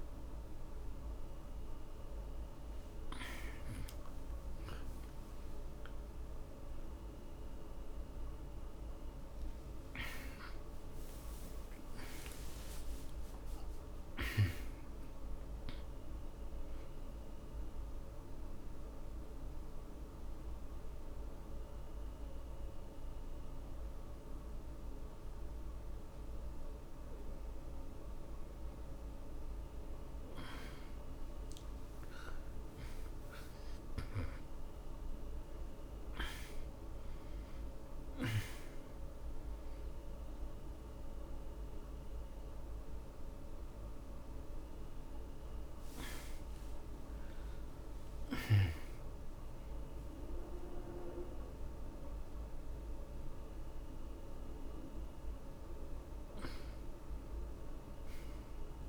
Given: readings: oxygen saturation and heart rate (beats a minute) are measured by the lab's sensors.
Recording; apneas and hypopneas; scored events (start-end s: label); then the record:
a person partly awake in a sleep study, hard to hear, by a room microphone; 1
7.50-37.50 s: new sleep stage, N1 (lightest sleep)
10.50-33.50 s: oxygen desaturation (device-marked, oxygen 97% before, 89% lowest)
17.50-30.50 s: central apnea (oxygen 97% before, 83% lowest)
32.00-36.00 s: arousal
37.50-58.89 s: new sleep stage, N2 (light sleep)
40.50-58.89 s: oxygen desaturation (device-marked, oxygen 93% before, 83% lowest)
From the record:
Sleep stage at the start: awake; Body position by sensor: on the back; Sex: male